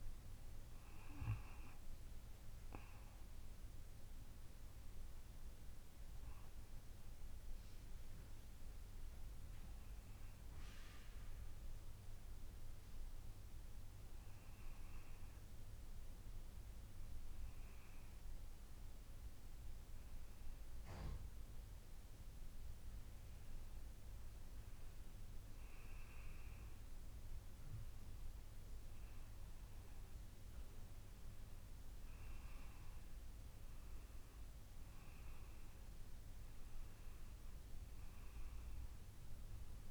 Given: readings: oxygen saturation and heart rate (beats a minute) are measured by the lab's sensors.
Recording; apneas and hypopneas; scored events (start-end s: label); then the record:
a person partly awake in a sleep study, hard to hear, by a room microphone; none
6.00-39.90 s: new sleep stage, N2 (light sleep)
From the record:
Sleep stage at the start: awake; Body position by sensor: on the back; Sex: female